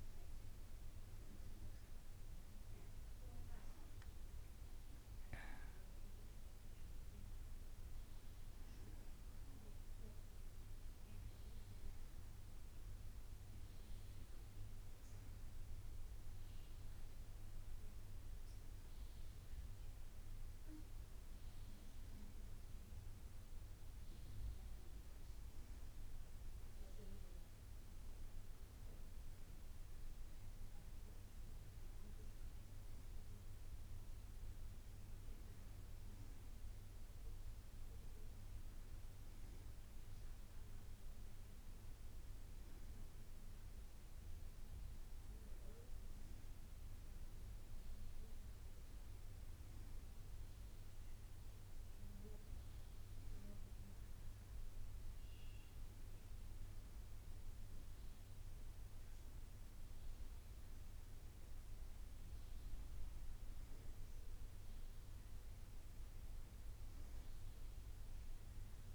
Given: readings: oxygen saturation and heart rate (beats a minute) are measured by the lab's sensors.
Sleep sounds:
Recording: breathing in sleep, hard to hear, by a room microphone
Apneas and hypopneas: none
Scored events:
none scored
From the record:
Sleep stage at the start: N2 (light sleep)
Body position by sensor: on the back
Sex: female

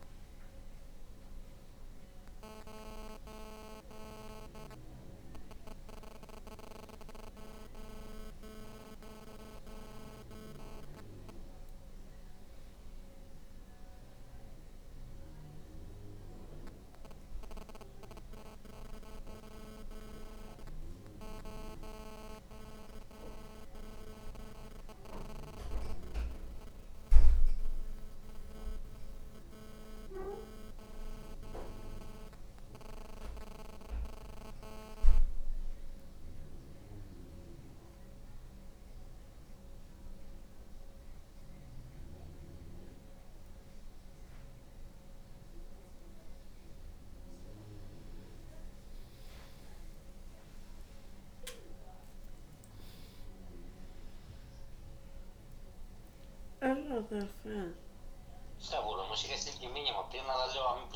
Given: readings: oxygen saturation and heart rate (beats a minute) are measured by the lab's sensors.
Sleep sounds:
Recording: breathing in sleep by a room microphone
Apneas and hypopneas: none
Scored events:
48.50-60.96 s: new sleep stage, awake
From the record:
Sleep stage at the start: N1 (lightest sleep)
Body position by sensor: on the back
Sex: female

